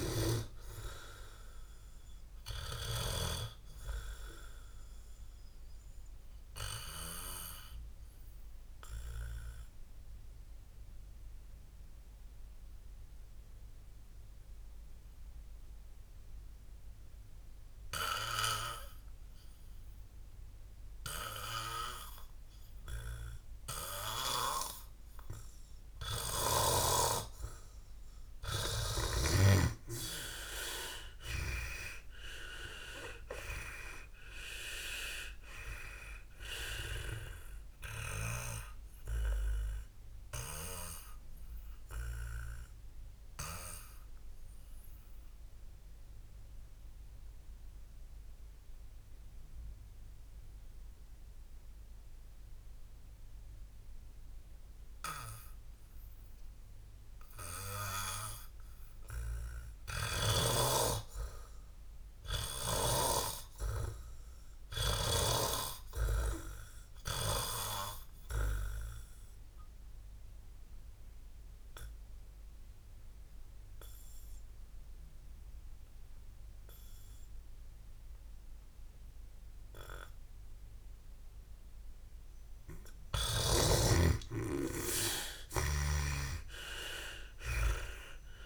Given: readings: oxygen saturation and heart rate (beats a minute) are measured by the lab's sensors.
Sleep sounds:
breathing in sleep by a room microphone; 2
0.00-3.50 s: snoring (device-marked)
1.50-24.50 s: oxygen desaturation (device-marked, oxygen 95% before, 87% lowest, heart rate 68 before, 59 extreme)
2.50-29.50 s: obstructive apnea (oxygen 95% before, 87% lowest, heart rate 68 before, 59 extreme, up 35 after)
31.00-35.00 s: arousal
38.50-83.50 s: obstructive apnea (oxygen 100% before, 87% lowest, heart rate 70 before, 59 extreme, up 30 after)
41.50-62.50 s: oxygen desaturation (device-marked, oxygen 96% before, 91% lowest, heart rate 71 before, 59 extreme)
69.50-88.45 s: oxygen desaturation (device-marked, oxygen 99% before, 87% lowest, heart rate 61 before, 60 extreme)
85.00-88.45 s: arousal
From the record:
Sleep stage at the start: N2 (light sleep); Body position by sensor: on the back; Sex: male

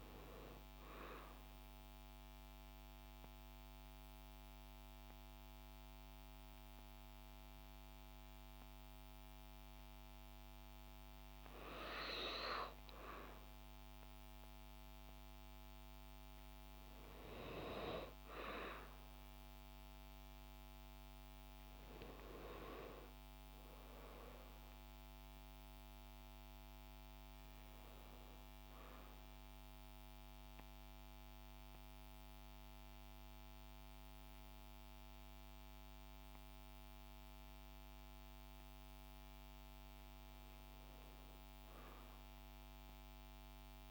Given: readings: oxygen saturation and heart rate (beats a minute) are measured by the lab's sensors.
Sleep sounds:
breathing in sleep by a microphone on the trachea; 2
0.00-7.50 s: oxygen desaturation (device-marked, oxygen 92% lowest, heart rate 51 extreme)
1.00-12.50 s: obstructive apnea (oxygen 96% before, 92% lowest, heart rate 57 before, 51 extreme, up 6 after)
15.00-18.00 s: arousal
27.00-39.50 s: hypopnea (oxygen 96% before, 92% lowest, heart rate 56 before, 52 extreme, up 6 after)
41.50-43.91 s: arousal
From the record:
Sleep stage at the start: N2 (light sleep); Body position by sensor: on the back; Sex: female

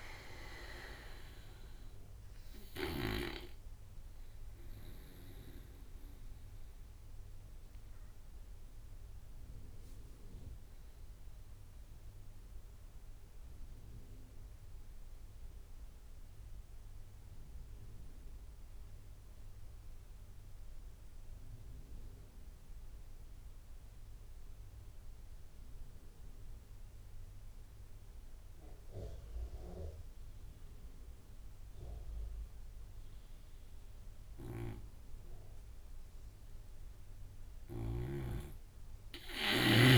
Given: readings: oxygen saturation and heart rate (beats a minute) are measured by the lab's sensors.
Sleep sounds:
breathing in sleep by a room microphone; 1
0.00-23.50 s: oxygen desaturation (device-marked, oxygen 83% lowest)
3.00-35.50 s: obstructive apnea (oxygen 97% before, 82% lowest)
31.50-39.98 s: oxygen desaturation (device-marked, oxygen 98% before, 82% lowest)
From the record:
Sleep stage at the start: N2 (light sleep); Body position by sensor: on the right side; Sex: male

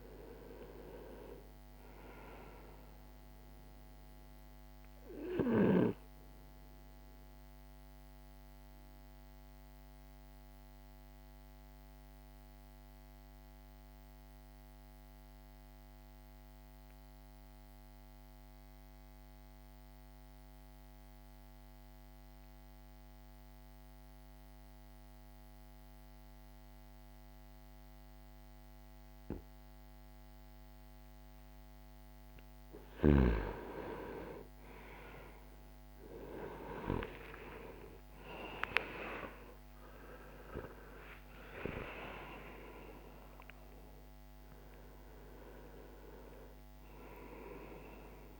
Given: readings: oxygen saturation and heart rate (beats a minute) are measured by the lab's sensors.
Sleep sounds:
breathing in sleep by a microphone on the trachea; 1
0.00-26.00 s: oxygen desaturation (device-marked, oxygen 87% lowest)
7.00-32.50 s: mixed apnea (oxygen 99% before, 87% lowest)
22.00-48.39 s: new sleep stage, N2 (light sleep)
34.00-48.39 s: oxygen desaturation (device-marked, oxygen 97% before, 92% lowest)
36.00-40.50 s: arousal
From the record:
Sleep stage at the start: N1 (lightest sleep); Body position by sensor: on the back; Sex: male

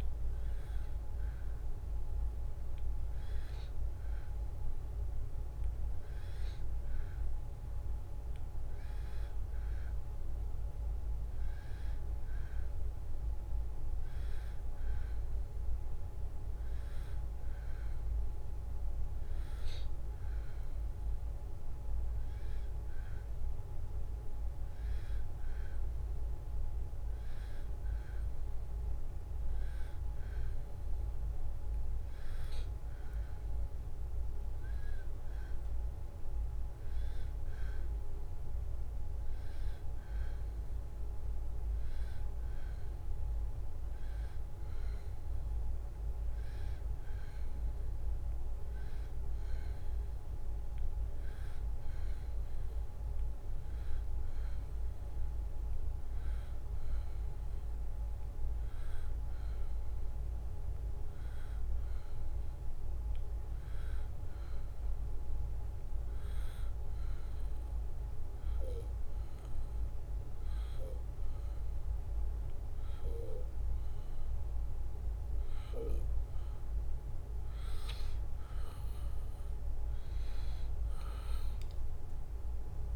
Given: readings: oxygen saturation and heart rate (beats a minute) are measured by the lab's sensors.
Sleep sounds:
breathing in sleep, hard to hear, by a room microphone; 2
0.00-2.00 s: arousal
6.00-24.00 s: hypopnea (oxygen 96% before, 92% lowest, heart rate 75 before, 73 extreme, up 1 after)
30.00-33.50 s: arousal
65.00-76.00 s: obstructive apnea (oxygen 93% before, 90% lowest, heart rate 74 before, 73 extreme, up 2 after)
81.50-82.96 s: arousal
From the record:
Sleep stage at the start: N2 (light sleep); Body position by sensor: on the back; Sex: male

